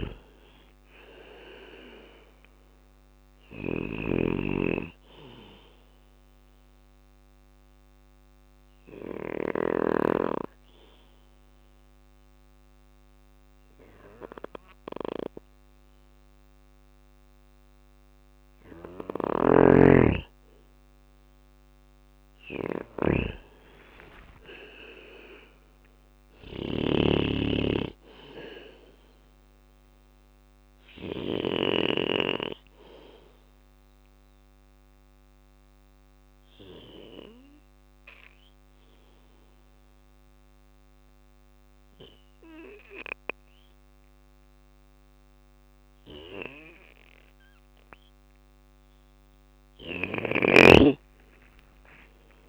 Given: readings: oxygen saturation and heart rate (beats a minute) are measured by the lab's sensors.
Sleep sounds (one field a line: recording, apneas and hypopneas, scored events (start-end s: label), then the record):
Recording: breathing in sleep by a microphone on the trachea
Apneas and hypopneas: 2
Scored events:
0.00-8.50 s: snoring (device-marked)
0.50-17.50 s: oxygen desaturation (device-marked, oxygen 97% before, 92% lowest, heart rate 62 before, 58 extreme)
5.50-17.50 s: obstructive apnea (oxygen 97% before, 92% lowest, heart rate 63 before, 58 extreme, up 3 after)
18.00-30.50 s: snoring (device-marked)
22.50-26.00 s: arousal
27.50-38.50 s: bradycardia (device-marked, heart rate 62 before, 58 extreme)
27.50-46.50 s: oxygen desaturation (device-marked, oxygen 98% before, 94% lowest, heart rate 62 before, 58 extreme)
32.00-48.00 s: obstructive apnea (oxygen 98% before, 92% lowest, heart rate 62 before, 59 extreme, up 7 after)
50.50-52.49 s: arousal
From the record:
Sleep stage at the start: N2 (light sleep)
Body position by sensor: on the back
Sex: male